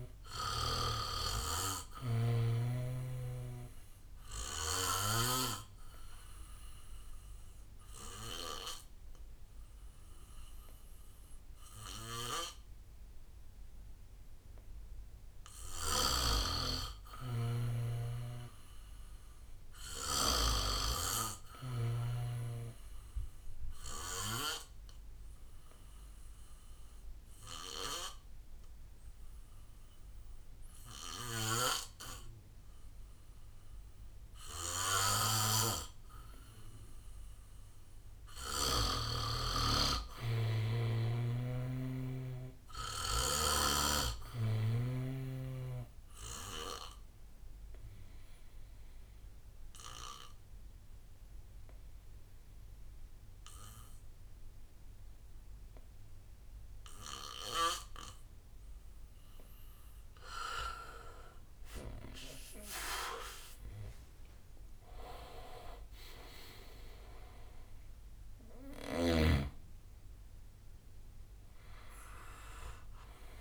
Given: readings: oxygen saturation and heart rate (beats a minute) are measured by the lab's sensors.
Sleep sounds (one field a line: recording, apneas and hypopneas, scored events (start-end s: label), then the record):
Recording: breathing in sleep by a room microphone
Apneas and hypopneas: 3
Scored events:
1.50-5.00 s: snoring (device-marked)
2.00-14.00 s: oxygen desaturation (device-marked, oxygen 93% before, 89% lowest, heart rate 68 before, 66 extreme)
4.50-17.00 s: obstructive apnea (oxygen 97% before, 88% lowest, heart rate 69 before, 65 extreme, up 6 after)
16.00-20.50 s: snoring (device-marked)
18.50-21.00 s: arousal
22.00-33.00 s: oxygen desaturation (device-marked, oxygen 96% before, 91% lowest, heart rate 69 before, 64 extreme)
26.00-38.00 s: obstructive apnea (oxygen 96% before, 88% lowest, heart rate 69 before, 64 extreme, up 1 after)
31.50-39.00 s: snoring (device-marked)
40.50-44.50 s: arousal
41.00-58.00 s: oxygen desaturation (device-marked, oxygen 95% before, 88% lowest, heart rate 69 before, 58 extreme)
49.00-60.00 s: obstructive apnea (oxygen 96% before, 88% lowest, heart rate 67 before, 58 extreme, up 18 after)
62.00-66.00 s: arousal
62.00-73.00 s: drop in pulse transit time (device-marked, heart rate 67 before, 70 extreme)
64.00-73.41 s: oxygen desaturation (device-marked, oxygen 98% before, 91% lowest, heart rate 67 before, 58 extreme)
From the record:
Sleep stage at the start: N2 (light sleep)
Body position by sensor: on the back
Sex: male